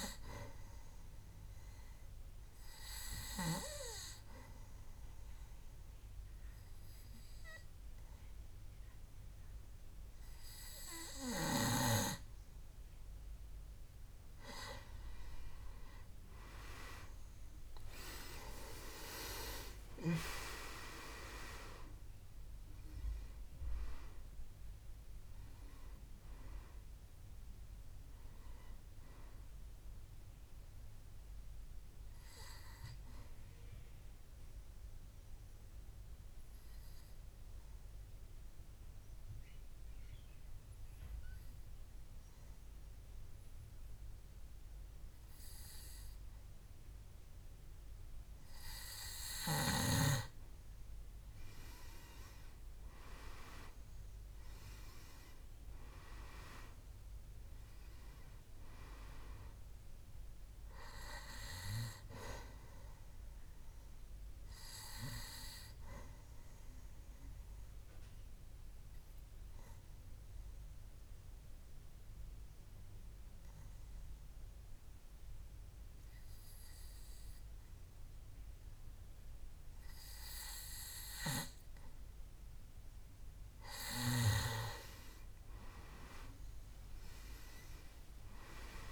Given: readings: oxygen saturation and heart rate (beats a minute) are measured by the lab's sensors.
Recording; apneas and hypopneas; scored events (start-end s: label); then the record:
breathing in sleep by a room microphone; 3
1.50-14.00 s: obstructive apnea (oxygen 97% before, 91% lowest, heart rate 66 before, 62 extreme, up 8 after)
16.50-19.50 s: arousal
19.00-50.00 s: oxygen desaturation (device-marked, oxygen 95% before, 91% lowest, heart rate 66 before, 61 extreme)
31.50-49.00 s: obstructive apnea (oxygen 97% before, 91% lowest, heart rate 72 before, 61 extreme, up 9 after)
51.50-55.00 s: arousal
63.00-76.00 s: oxygen desaturation (device-marked, oxygen 99% before, 93% lowest, heart rate 66 before, 63 extreme)
65.00-83.00 s: obstructive apnea (oxygen 99% before, 91% lowest, heart rate 67 before, 64 extreme, up 5 after)
87.00-88.92 s: arousal
87.00-88.92 s: oxygen desaturation (device-marked, oxygen 98% before, 91% lowest, heart rate 66 before, 64 extreme)
From the record:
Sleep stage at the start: N2 (light sleep); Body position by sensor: on the back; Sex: male